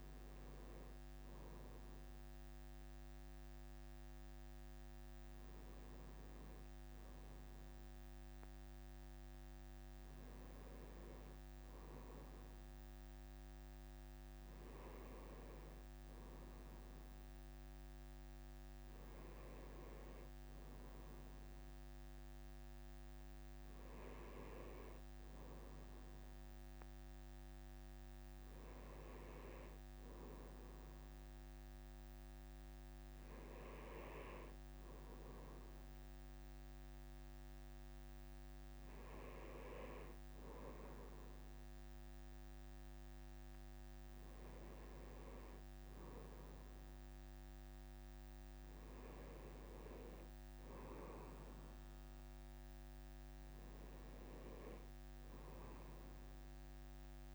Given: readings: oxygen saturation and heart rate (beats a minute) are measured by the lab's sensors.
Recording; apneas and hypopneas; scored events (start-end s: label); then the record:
breathing in sleep by a microphone on the trachea; none
none scored
From the record:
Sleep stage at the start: N2 (light sleep); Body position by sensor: on the right side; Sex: male